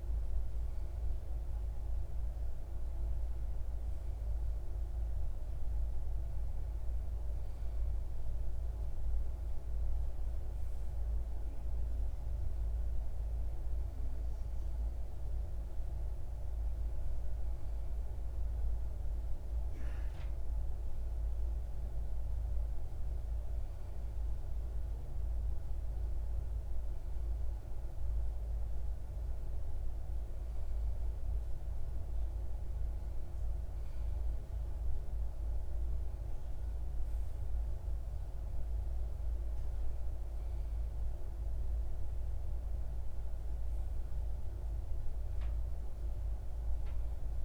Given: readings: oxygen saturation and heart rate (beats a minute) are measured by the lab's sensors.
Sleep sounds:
breathing in sleep, hard to hear, by a room microphone; none
none scored
From the record:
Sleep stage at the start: REM sleep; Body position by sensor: on the left side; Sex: male

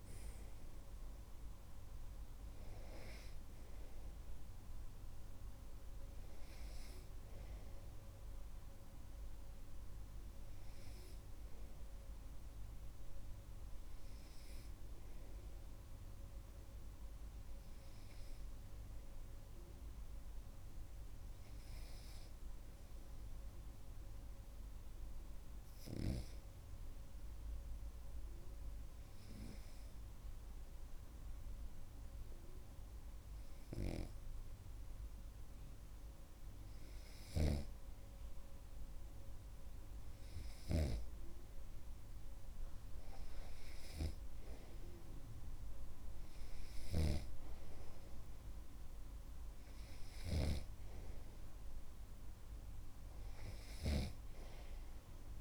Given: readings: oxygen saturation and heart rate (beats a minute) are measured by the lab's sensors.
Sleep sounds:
breathing in sleep by a room microphone; 1
23.50-36.00 s: hypopnea (oxygen 97% before, 96% lowest)
37.50-55.41 s: snoring (device-marked)
39.00-42.00 s: arousal
From the record:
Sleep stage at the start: N2 (light sleep); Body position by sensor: on the right side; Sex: male

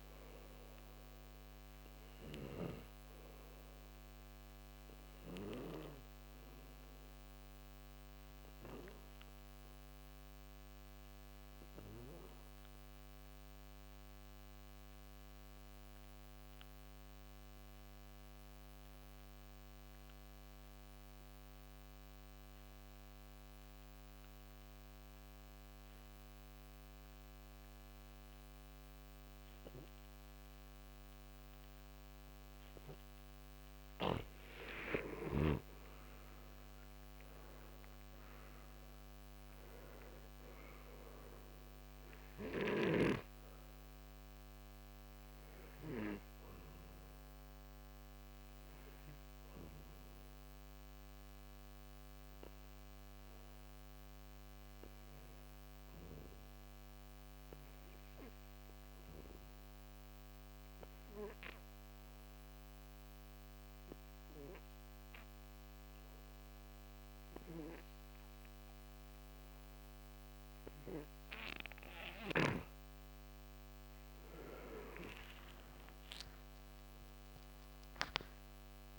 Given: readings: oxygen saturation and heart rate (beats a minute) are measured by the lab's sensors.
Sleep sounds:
breathing in sleep by a microphone on the trachea; 2
0.00-16.50 s: oxygen desaturation (device-marked, oxygen 87% lowest, heart rate 61 extreme)
4.50-33.00 s: obstructive apnea (oxygen 97% before, 84% lowest, heart rate 67 before, 57 extreme, up 10 after)
29.50-60.50 s: oxygen desaturation (device-marked, oxygen 97% before, 84% lowest, heart rate 63 before, 57 extreme)
34.50-39.00 s: arousal
44.00-73.50 s: obstructive apnea (oxygen 97% before, 84% lowest, heart rate 67 before, 56 extreme, up 9 after)
72.50-78.99 s: oxygen desaturation (device-marked, oxygen 98% before, 88% lowest, heart rate 63 before, 56 extreme)
75.00-78.99 s: arousal
From the record:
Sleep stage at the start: N2 (light sleep); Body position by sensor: on the back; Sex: male

